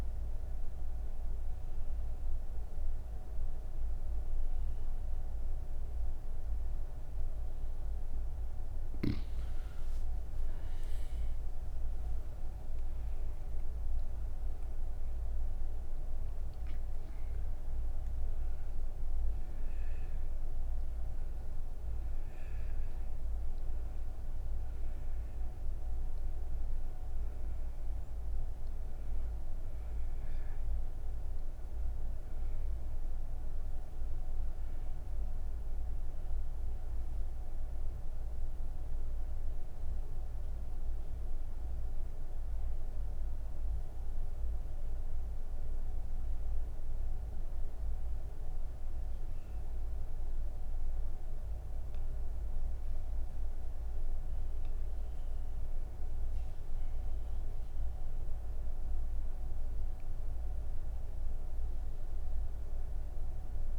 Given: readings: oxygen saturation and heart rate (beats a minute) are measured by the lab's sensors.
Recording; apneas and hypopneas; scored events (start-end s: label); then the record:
breathing in sleep, hard to hear, by a room microphone; none
10.00-26.00 s: oxygen desaturation (device-marked, oxygen 98% before, 94% lowest)
32.00-58.00 s: oxygen desaturation (device-marked, oxygen 95% before, 88% lowest)
From the record:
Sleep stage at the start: N3 (deep sleep); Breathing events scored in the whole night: 113 in 5.3 hours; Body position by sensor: on the right side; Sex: female